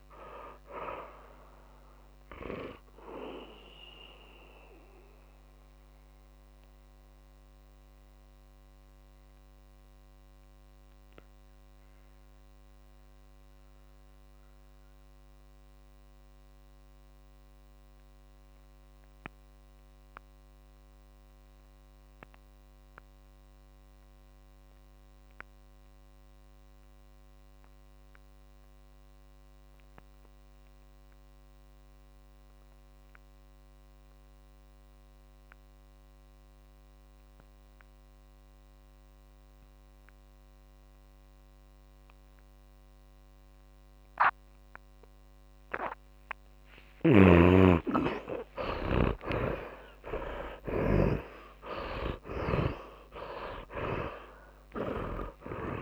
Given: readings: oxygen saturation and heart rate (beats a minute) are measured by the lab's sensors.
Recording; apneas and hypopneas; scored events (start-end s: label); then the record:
breathing in sleep by a microphone on the trachea; 1
0.00-23.00 s: oxygen desaturation (device-marked, oxygen 71% lowest)
2.50-47.00 s: mixed apnea (oxygen 98% before, 68% lowest)
28.00-55.82 s: oxygen desaturation (device-marked, oxygen 100% before, 68% lowest)
48.00-51.50 s: arousal
49.50-53.00 s: snoring (device-marked)
From the record:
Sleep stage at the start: REM sleep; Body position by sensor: on the back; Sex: male